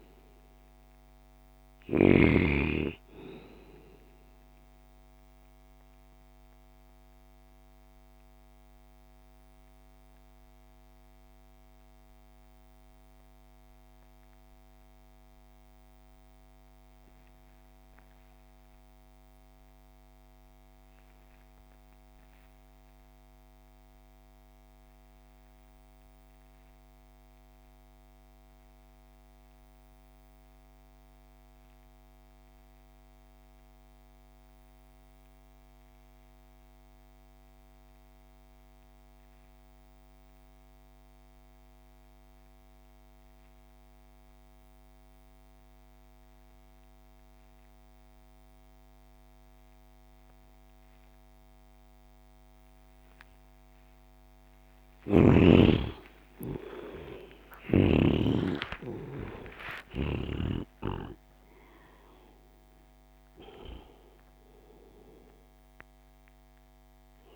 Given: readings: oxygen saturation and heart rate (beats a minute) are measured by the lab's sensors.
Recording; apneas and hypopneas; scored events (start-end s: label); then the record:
breathing in sleep by a microphone on the trachea; 1
0.00-2.00 s: snoring (device-marked)
0.00-19.00 s: oxygen desaturation (device-marked, oxygen 67% lowest)
5.50-54.50 s: mixed apnea (oxygen 90% before, 67% lowest)
29.00-67.35 s: oxygen desaturation (device-marked, oxygen 97% before, 67% lowest)
55.50-60.00 s: arousal
From the record:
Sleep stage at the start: REM sleep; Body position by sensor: on the left side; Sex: male